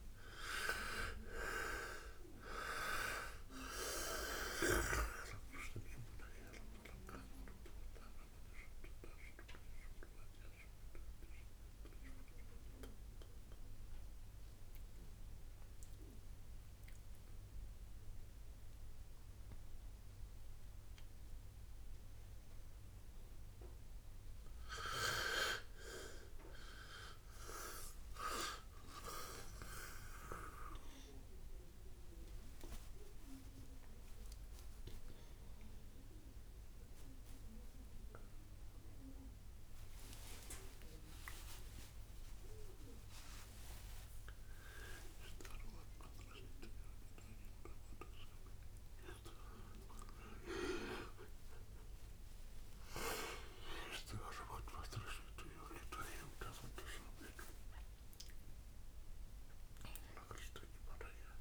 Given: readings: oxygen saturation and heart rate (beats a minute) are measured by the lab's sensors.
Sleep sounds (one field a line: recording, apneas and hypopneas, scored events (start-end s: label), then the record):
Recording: a person partly awake in a sleep study, by a room microphone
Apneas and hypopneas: 1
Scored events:
0.00-1.50 s: arousal
6.50-18.50 s: central apnea (oxygen 98% before, 91% lowest, heart rate 67 before, 64 extreme, up 0 after)
11.50-30.50 s: oxygen desaturation (device-marked, oxygen 98% before, 91% lowest, heart rate 68 before, 64 extreme)
33.50-61.41 s: new sleep stage, awake
From the record:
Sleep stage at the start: N1 (lightest sleep)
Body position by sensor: on the right side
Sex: male